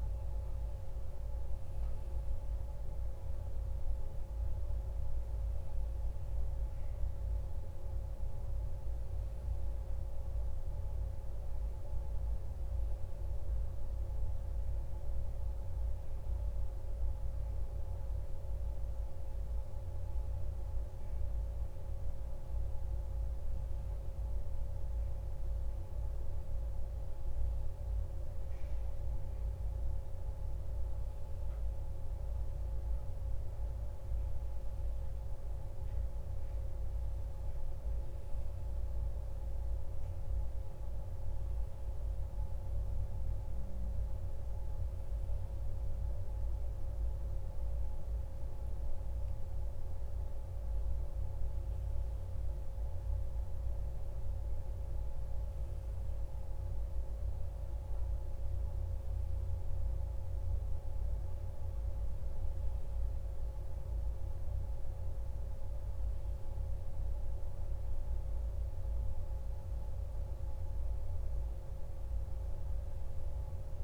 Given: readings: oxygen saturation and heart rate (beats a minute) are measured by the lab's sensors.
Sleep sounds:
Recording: a person partly awake in a sleep study, hard to hear, by a room microphone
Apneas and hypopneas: none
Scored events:
21.50-73.84 s: new sleep stage, N1 (lightest sleep)
From the record:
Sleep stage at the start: awake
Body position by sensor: on the back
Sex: male

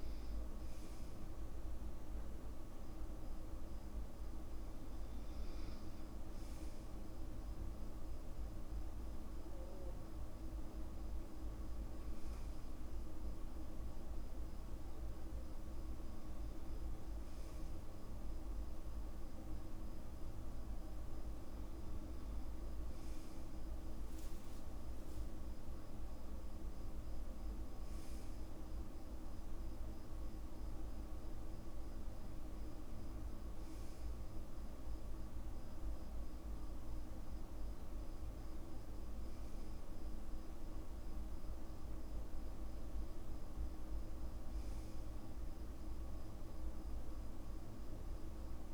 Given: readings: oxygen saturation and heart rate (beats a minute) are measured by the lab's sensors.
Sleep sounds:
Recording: breathing in sleep, hard to hear, by a room microphone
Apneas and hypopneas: none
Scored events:
none scored
From the record:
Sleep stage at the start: N2 (light sleep)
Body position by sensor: on the back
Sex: male

